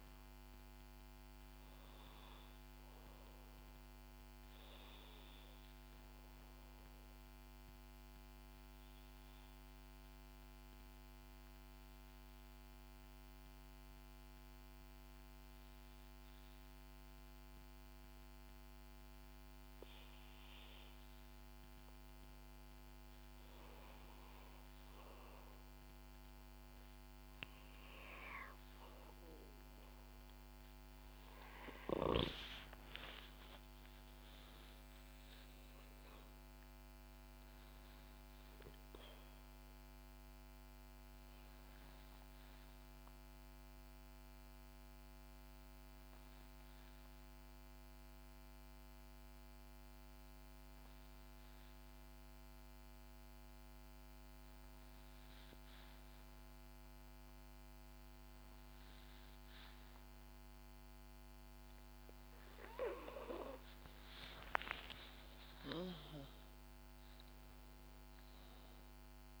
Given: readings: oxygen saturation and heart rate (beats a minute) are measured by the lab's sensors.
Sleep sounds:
breathing in sleep by a microphone on the trachea; 2
0.00-6.00 s: oxygen desaturation (device-marked, oxygen 93% lowest, heart rate 64 extreme)
7.00-23.00 s: obstructive apnea (oxygen 97% before, 91% lowest, heart rate 71 before, 64 extreme, up 5 after)
28.00-44.00 s: oxygen desaturation (device-marked, oxygen 96% before, 92% lowest, heart rate 66 before, 66 extreme)
31.00-36.00 s: arousal
41.50-61.50 s: obstructive apnea (oxygen 96% before, 91% lowest, heart rate 68 before, 62 extreme, up 4 after)
64.50-68.00 s: arousal
66.00-69.40 s: oxygen desaturation (device-marked, oxygen 95% before, 91% lowest, heart rate 67 before, 60 extreme)
From the record:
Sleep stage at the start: N2 (light sleep); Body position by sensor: on the back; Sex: female

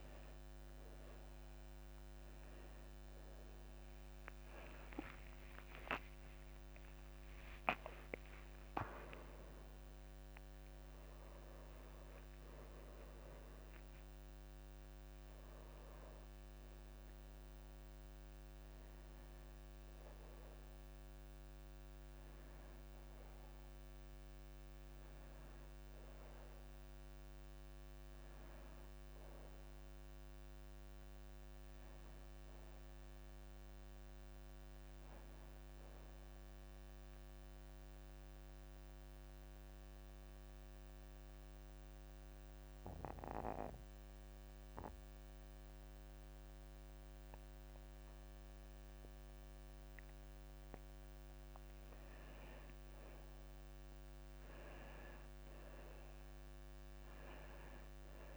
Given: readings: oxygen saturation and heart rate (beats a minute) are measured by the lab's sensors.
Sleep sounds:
breathing in sleep by a microphone on the trachea; 1
0.00-38.50 s: oxygen desaturation (device-marked, oxygen 85% lowest)
33.00-36.50 s: arousal
39.00-52.50 s: mixed apnea (oxygen 97% before, 89% lowest)
54.00-57.00 s: arousal
From the record:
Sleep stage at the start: N2 (light sleep); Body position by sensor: on the back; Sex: male

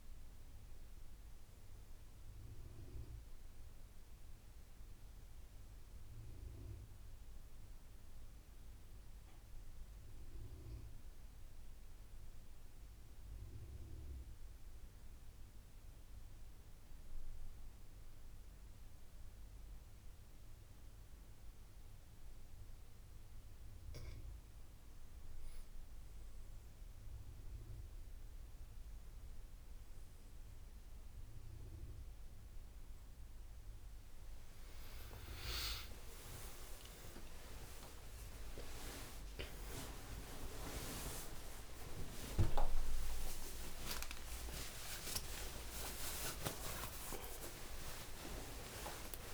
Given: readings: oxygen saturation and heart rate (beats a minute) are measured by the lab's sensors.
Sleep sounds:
a person partly awake in a sleep study, by a room microphone; 1
2.00-6.50 s: arousal
13.00-24.00 s: mixed apnea (oxygen 92% before, 87% lowest, heart rate 85 before, 77 extreme, up 10 after)
28.50-49.34 s: new sleep stage, awake
30.50-49.34 s: oxygen desaturation (device-marked, oxygen 94% before, 87% lowest, heart rate 80 before, 78 extreme)
From the record:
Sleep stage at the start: N2 (light sleep); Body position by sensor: on the back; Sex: male

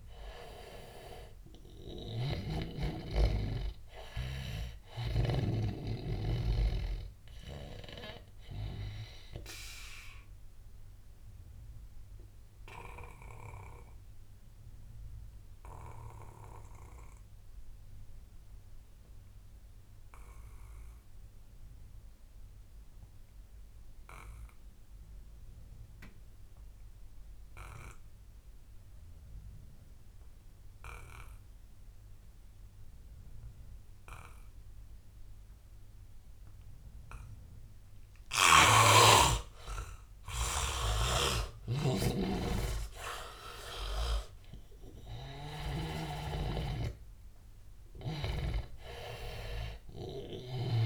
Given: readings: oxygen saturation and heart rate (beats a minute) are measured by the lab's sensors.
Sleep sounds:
breathing in sleep by a room microphone; 1
0.00-21.50 s: oxygen desaturation (device-marked, oxygen 83% lowest, heart rate 78 extreme)
2.00-5.50 s: snoring (device-marked)
10.00-38.50 s: obstructive apnea (oxygen 99% before, 81% lowest, heart rate 88 before, 78 extreme, up 9 after)
28.50-50.86 s: oxygen desaturation (device-marked, oxygen 99% before, 81% lowest, heart rate 84 before, 79 extreme)
40.50-46.00 s: snoring (device-marked)
41.50-45.50 s: arousal
From the record:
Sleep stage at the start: N2 (light sleep); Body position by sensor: on the back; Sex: male

